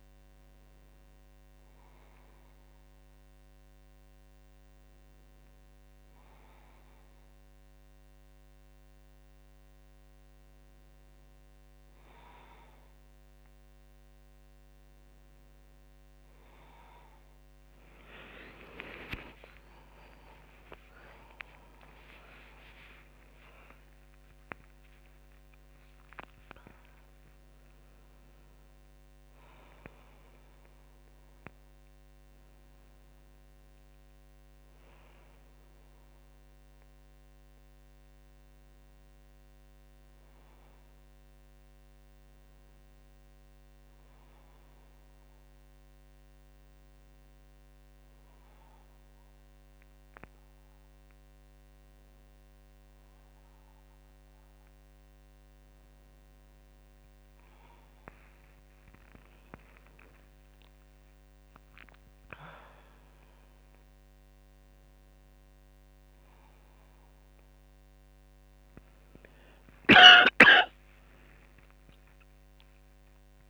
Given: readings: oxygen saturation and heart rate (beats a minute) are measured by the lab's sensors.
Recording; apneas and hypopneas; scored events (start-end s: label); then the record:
a person partly awake in a sleep study, by a microphone on the trachea; none
32.50-73.50 s: new sleep stage, N1 (lightest sleep)
59.00-63.50 s: arousal
From the record:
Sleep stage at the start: awake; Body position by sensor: on the back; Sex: female